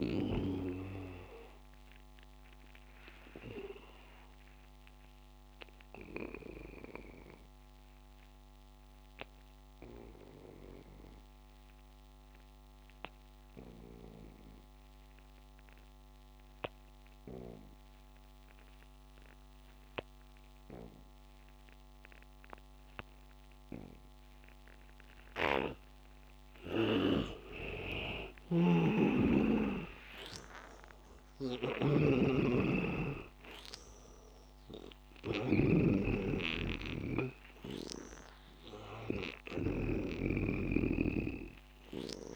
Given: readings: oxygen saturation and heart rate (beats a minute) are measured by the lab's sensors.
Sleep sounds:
breathing in sleep by a microphone on the trachea; 1
0.00-7.50 s: oxygen desaturation (device-marked, oxygen 83% lowest, heart rate 84 extreme)
0.50-25.00 s: obstructive apnea (oxygen 98% before, 81% lowest, heart rate 94 before, 84 extreme, up 10 after)
21.50-42.36 s: oxygen desaturation (device-marked, oxygen 99% before, 81% lowest, heart rate 91 before, 78 extreme)
27.00-32.00 s: arousal
27.00-40.00 s: snoring (device-marked)
From the record:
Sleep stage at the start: N2 (light sleep); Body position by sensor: on the back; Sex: male

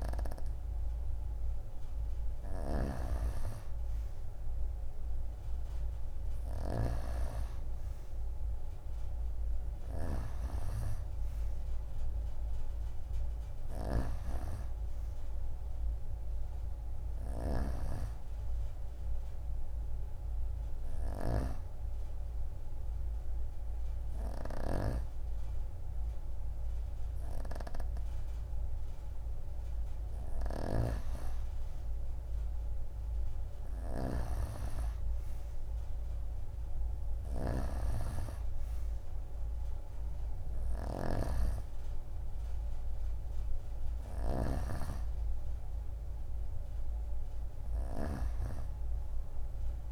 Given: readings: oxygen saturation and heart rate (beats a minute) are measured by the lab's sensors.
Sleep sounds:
breathing in sleep by a room microphone; 1
2.50-7.00 s: snoring (device-marked)
10.50-21.50 s: oxygen desaturation (device-marked, oxygen 94% before, 90% lowest, heart rate 34 before, 27 extreme)
13.50-34.00 s: snoring (device-marked)
20.00-32.00 s: hypopnea (oxygen 94% before, 89% lowest, heart rate 35 before, 25 extreme, up 22 after)
34.00-37.50 s: arousal
38.50-49.50 s: oxygen desaturation (device-marked, oxygen 94% before, 89% lowest)
40.50-44.50 s: snoring (device-marked)
From the record:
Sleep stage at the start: N2 (light sleep); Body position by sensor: on the right side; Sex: female

